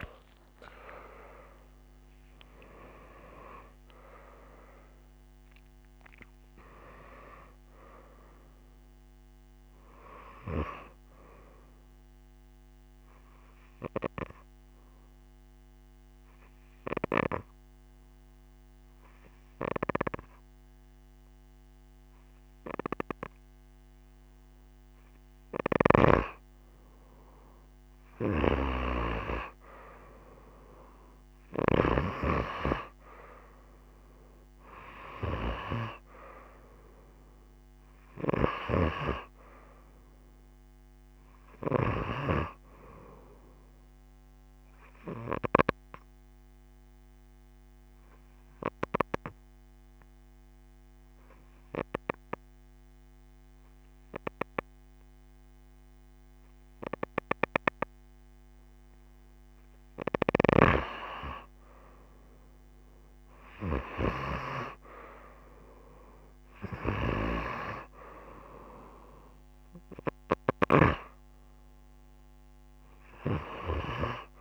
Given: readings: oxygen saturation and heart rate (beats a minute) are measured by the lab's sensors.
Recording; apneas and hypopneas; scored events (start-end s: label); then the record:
breathing in sleep by a microphone on the trachea; 2
0.00-1.00 s: arousal
13.00-25.00 s: obstructive apnea (oxygen 94% before, 90% lowest, heart rate 66 before, 33 extreme, up 29 after)
25.50-32.00 s: snoring (device-marked)
28.00-31.50 s: arousal
36.00-47.00 s: oxygen desaturation (device-marked, oxygen 96% before, 91% lowest)
43.50-60.00 s: obstructive apnea (oxygen 96% before, 90% lowest)
62.50-65.50 s: arousal
65.00-74.41 s: oxygen desaturation (device-marked, oxygen 95% before, 90% lowest)
From the record:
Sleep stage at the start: N2 (light sleep); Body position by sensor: on the right side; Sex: female